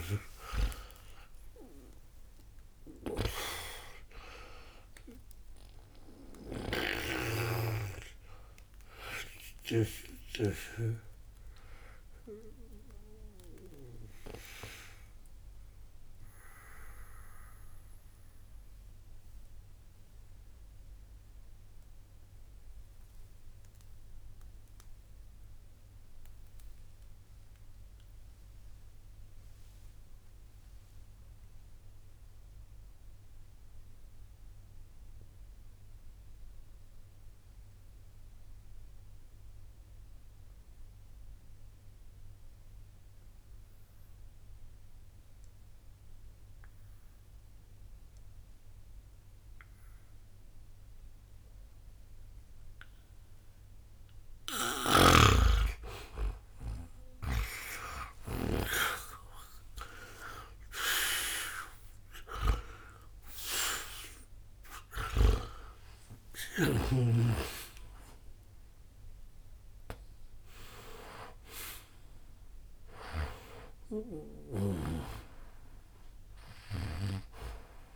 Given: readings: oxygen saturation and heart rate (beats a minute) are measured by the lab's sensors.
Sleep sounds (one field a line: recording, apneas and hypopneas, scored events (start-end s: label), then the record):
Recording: breathing in sleep by a room microphone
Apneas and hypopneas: 1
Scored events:
0.00-32.00 s: oxygen desaturation (device-marked, oxygen 79% lowest, heart rate 60 extreme)
13.00-53.00 s: obstructive apnea (oxygen 96% before, 77% lowest, heart rate 112 before, 60 extreme, up 0 after)
51.00-77.96 s: oxygen desaturation (device-marked, oxygen 98% before, 77% lowest, heart rate 61 before, 60 extreme)
54.50-58.50 s: snoring (device-marked)
55.00-59.00 s: arousal
From the record:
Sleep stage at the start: N2 (light sleep)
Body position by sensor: on the back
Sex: male